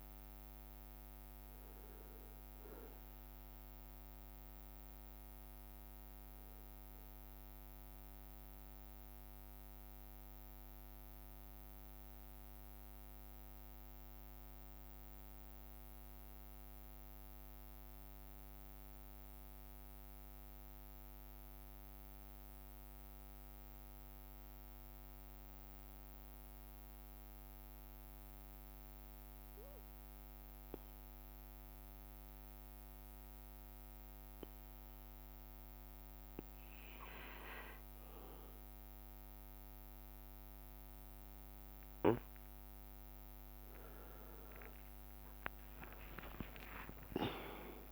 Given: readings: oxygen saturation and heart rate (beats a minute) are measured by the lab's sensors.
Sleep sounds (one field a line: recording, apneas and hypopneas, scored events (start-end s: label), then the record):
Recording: breathing in sleep by a microphone on the trachea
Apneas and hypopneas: 1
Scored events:
0.00-16.50 s: oxygen desaturation (device-marked, oxygen 88% lowest)
0.00-47.92 s: bradycardia (device-marked)
1.50-5.00 s: leg movement (device-marked)
4.50-6.50 s: long interval between heartbeats (device-marked)
10.00-35.50 s: obstructive apnea (oxygen 96% before, 88% lowest)
14.50-15.50 s: leg movement (device-marked)
18.50-26.00 s: leg movement (device-marked)
32.00-41.00 s: leg movement (device-marked)
37.50-39.50 s: drop in pulse transit time (device-marked)
40.50-47.92 s: oxygen desaturation (device-marked, oxygen 98% before, 95% lowest)
45.00-47.92 s: arousal
46.00-47.92 s: long interval between heartbeats (device-marked)
From the record:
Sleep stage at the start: N2 (light sleep)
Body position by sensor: on the back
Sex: male